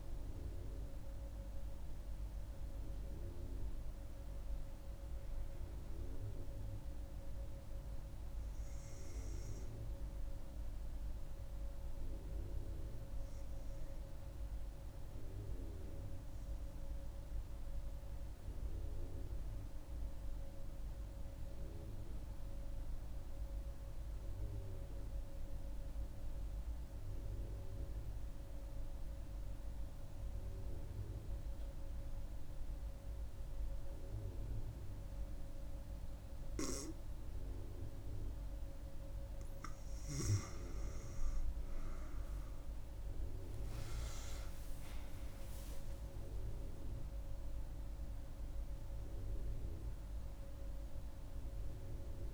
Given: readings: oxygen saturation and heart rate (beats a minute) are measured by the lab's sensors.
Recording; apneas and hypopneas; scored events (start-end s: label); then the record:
breathing in sleep, hard to hear, by a room microphone; 1
0.00-16.50 s: oxygen desaturation (device-marked, oxygen 91% lowest)
17.50-39.50 s: mixed apnea (oxygen 97% before, 91% lowest)
31.50-52.34 s: oxygen desaturation (device-marked, oxygen 98% before, 91% lowest)
43.00-48.00 s: arousal
From the record:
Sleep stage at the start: N2 (light sleep); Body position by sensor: on the right side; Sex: female